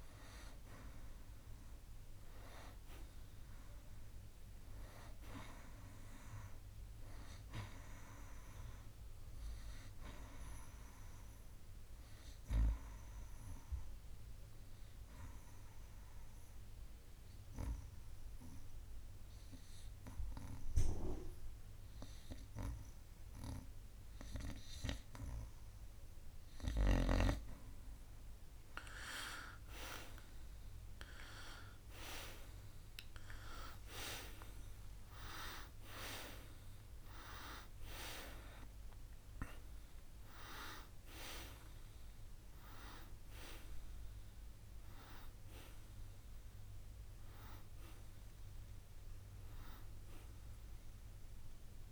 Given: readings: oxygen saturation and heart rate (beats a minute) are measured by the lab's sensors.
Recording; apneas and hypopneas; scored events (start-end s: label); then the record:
breathing in sleep by a room microphone; 1
0.00-1.00 s: arousal
11.50-26.00 s: obstructive apnea (oxygen 97% before, 90% lowest, heart rate 61 before, 60 extreme, up 6 after)
31.50-36.50 s: arousal
37.50-43.50 s: oxygen desaturation (device-marked, oxygen 94% before, 91% lowest, heart rate 63 before, 55 extreme)
From the record:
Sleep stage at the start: N2 (light sleep); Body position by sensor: on the back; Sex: male